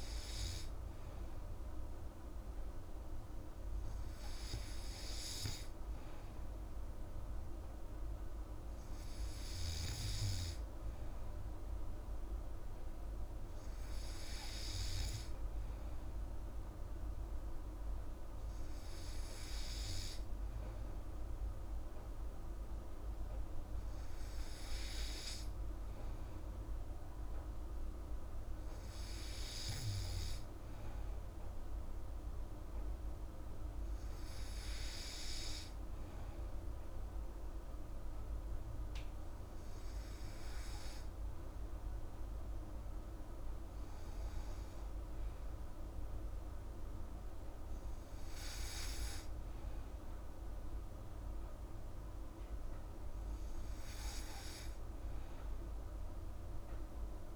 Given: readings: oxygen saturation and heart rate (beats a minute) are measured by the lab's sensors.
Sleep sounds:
breathing in sleep, hard to hear, by a room microphone; none
none scored
From the record:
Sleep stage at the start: N2 (light sleep); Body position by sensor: on the back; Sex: female

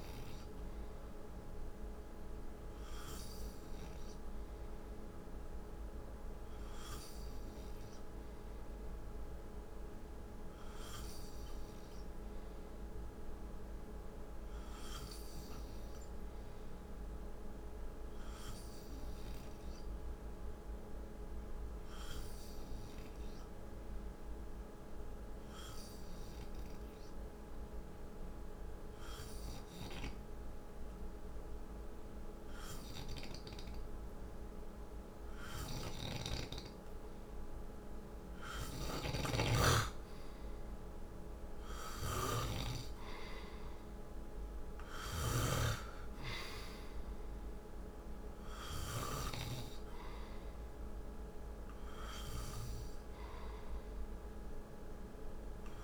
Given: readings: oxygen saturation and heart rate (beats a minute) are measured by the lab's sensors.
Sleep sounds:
breathing in sleep by a room microphone; 1
19.50-35.50 s: hypopnea (oxygen 96% before, 92% lowest, heart rate 57 before, 55 extreme, up 2 after)
35.00-45.00 s: snoring (device-marked)
39.50-43.50 s: arousal
From the record:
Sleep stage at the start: N2 (light sleep); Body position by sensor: on the right side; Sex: male

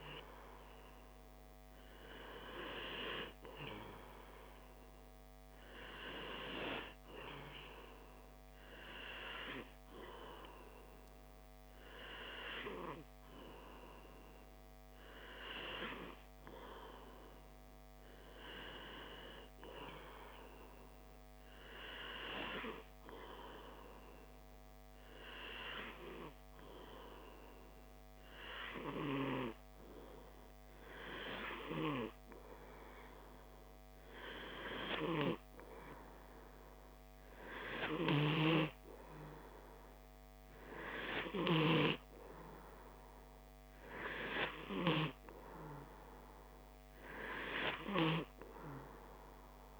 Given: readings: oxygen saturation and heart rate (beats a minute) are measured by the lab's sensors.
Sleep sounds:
breathing in sleep by a microphone on the trachea; none
none scored
From the record:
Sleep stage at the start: N2 (light sleep); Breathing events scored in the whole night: 339 in 6.8 hours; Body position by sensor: on the back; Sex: male

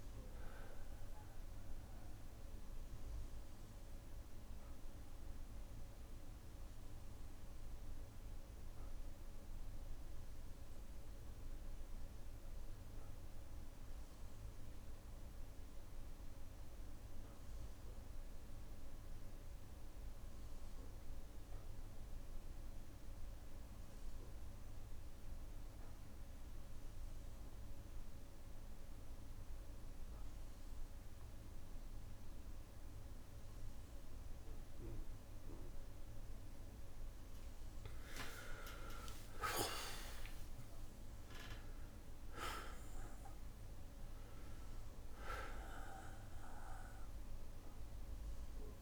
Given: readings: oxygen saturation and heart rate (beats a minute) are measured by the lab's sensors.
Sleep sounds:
breathing in sleep by a room microphone; 1
0.00-15.50 s: oxygen desaturation (device-marked, oxygen 92% lowest, heart rate 57 extreme)
2.50-36.00 s: obstructive apnea (oxygen 99% before, 91% lowest, heart rate 62 before, 56 extreme, up 4 after)
3.50-22.50 s: bradycardia (device-marked, heart rate 57 before, 57 extreme)
32.50-48.82 s: oxygen desaturation (device-marked, oxygen 99% before, 91% lowest, heart rate 59 before, 56 extreme)
37.50-42.00 s: arousal
From the record:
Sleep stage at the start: N2 (light sleep); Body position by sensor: on the back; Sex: male

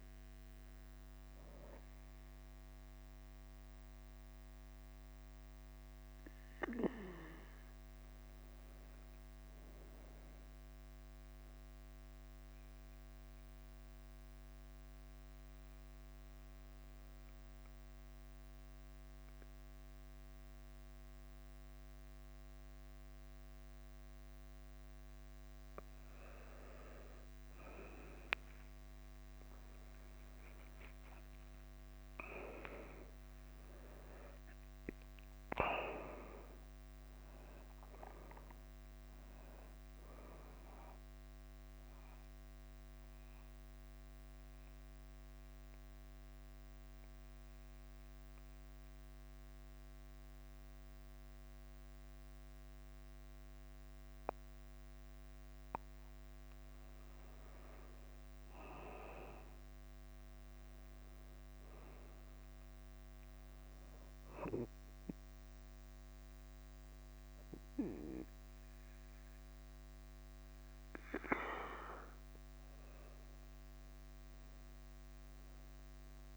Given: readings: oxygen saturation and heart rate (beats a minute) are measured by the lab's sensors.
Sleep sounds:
breathing in sleep by a microphone on the trachea; 2
0.00-49.50 s: bradycardia (device-marked, heart rate 42 extreme)
6.00-9.00 s: arousal
11.50-25.00 s: mixed apnea (oxygen 98% before, 97% lowest, heart rate 50 before, 47 extreme, up 5 after)
28.50-32.00 s: arousal
41.50-56.50 s: obstructive apnea (oxygen 99% before, 97% lowest, heart rate 51 before, 45 extreme, up 13 after)
54.50-76.37 s: bradycardia (device-marked, heart rate 50 before, 40 extreme)
59.50-62.00 s: arousal
From the record:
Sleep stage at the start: N2 (light sleep); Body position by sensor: on the back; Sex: male

